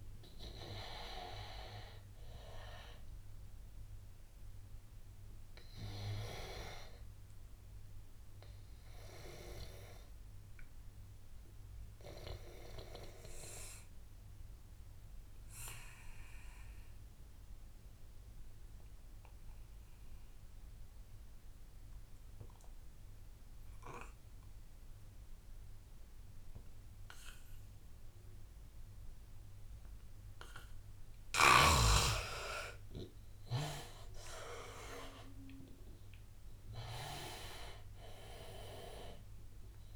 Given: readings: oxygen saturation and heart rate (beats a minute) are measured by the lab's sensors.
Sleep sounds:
breathing in sleep by a room microphone; 1
0.00-12.00 s: oxygen desaturation (device-marked, oxygen 83% lowest, heart rate 76 extreme)
5.50-31.50 s: obstructive apnea (oxygen 97% before, 83% lowest, heart rate 89 before, 83 extreme, up 7 after)
27.00-39.96 s: oxygen desaturation (device-marked, oxygen 100% before, 83% lowest, heart rate 85 before, 83 extreme)
33.00-37.50 s: arousal
From the record:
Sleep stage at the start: N2 (light sleep); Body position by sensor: on the back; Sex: male

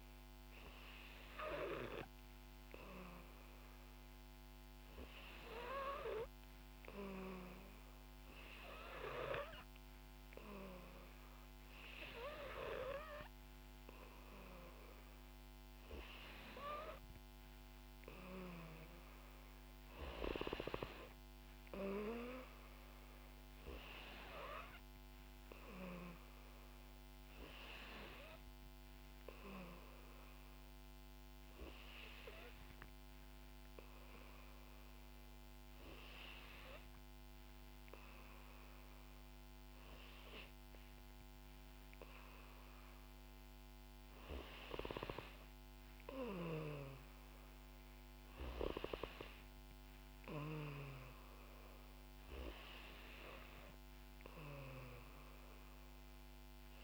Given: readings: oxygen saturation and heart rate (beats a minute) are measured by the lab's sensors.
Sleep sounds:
breathing in sleep by a microphone on the trachea; none
none scored
From the record:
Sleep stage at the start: N3 (deep sleep); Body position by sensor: on the back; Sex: female

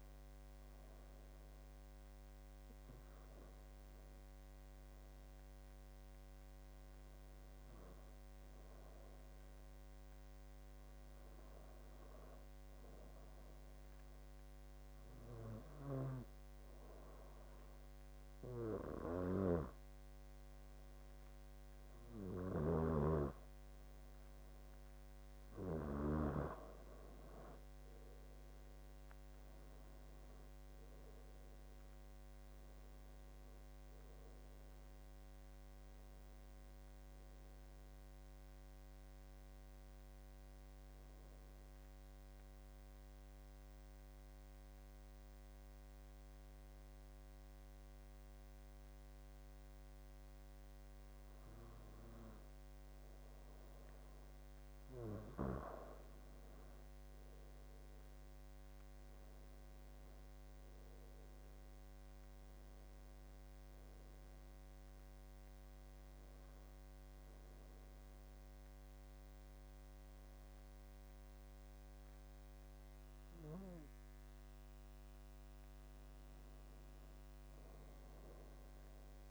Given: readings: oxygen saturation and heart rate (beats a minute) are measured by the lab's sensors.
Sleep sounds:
breathing in sleep by a microphone on the trachea; 2
28.00-33.00 s: arousal
30.00-48.00 s: oxygen desaturation (device-marked, oxygen 91% before, 88% lowest, heart rate 82 before, 73 extreme)
40.50-55.00 s: obstructive apnea (oxygen 92% before, 89% lowest, heart rate 83 before, 75 extreme, up 13 after)
56.50-60.50 s: arousal
59.00-74.00 s: oxygen desaturation (device-marked, oxygen 95% before, 89% lowest, heart rate 79 before, 68 extreme)
64.00-75.00 s: obstructive apnea (oxygen 95% before, 89% lowest, heart rate 82 before, 68 extreme, up 7 after)
78.00-79.31 s: arousal
From the record:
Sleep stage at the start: N2 (light sleep); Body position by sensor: on the back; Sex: male

